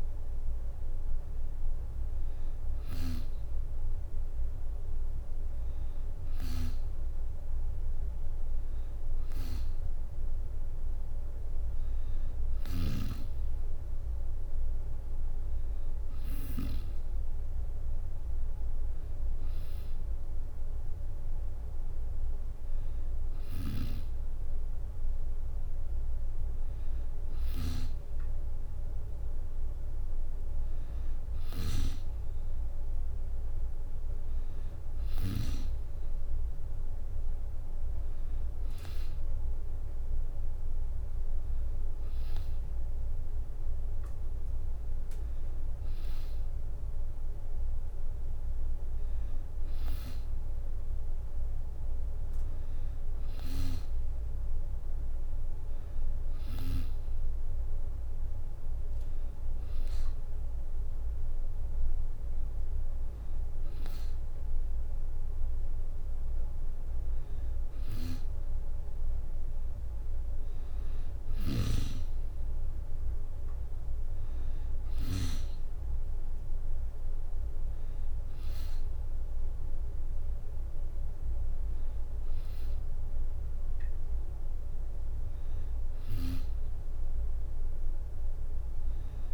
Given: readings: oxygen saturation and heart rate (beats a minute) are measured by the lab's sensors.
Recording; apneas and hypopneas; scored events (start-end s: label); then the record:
breathing in sleep by a room microphone; none
12.00-16.50 s: snoring (device-marked)
23.00-35.50 s: snoring (device-marked)
71.00-75.00 s: snoring (device-marked)
From the record:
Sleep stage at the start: N3 (deep sleep); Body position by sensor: on the back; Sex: female